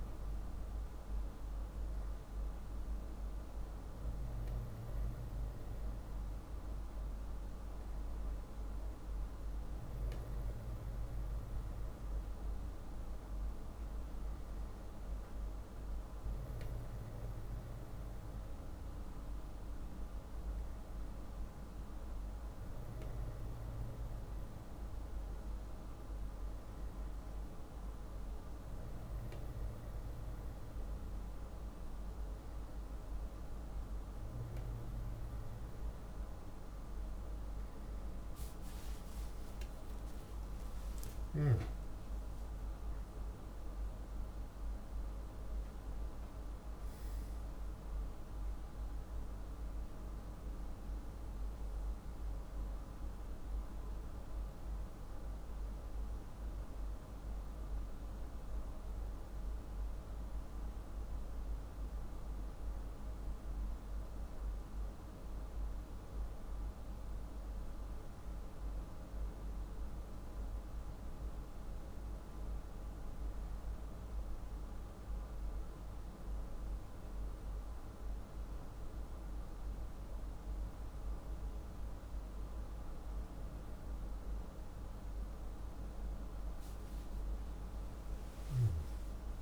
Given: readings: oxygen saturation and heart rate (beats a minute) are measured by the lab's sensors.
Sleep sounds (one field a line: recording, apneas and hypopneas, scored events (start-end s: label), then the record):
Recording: breathing in sleep, hard to hear, by a room microphone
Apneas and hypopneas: none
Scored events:
39.50-44.50 s: arousal
From the record:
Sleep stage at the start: N2 (light sleep)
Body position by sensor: on the back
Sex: male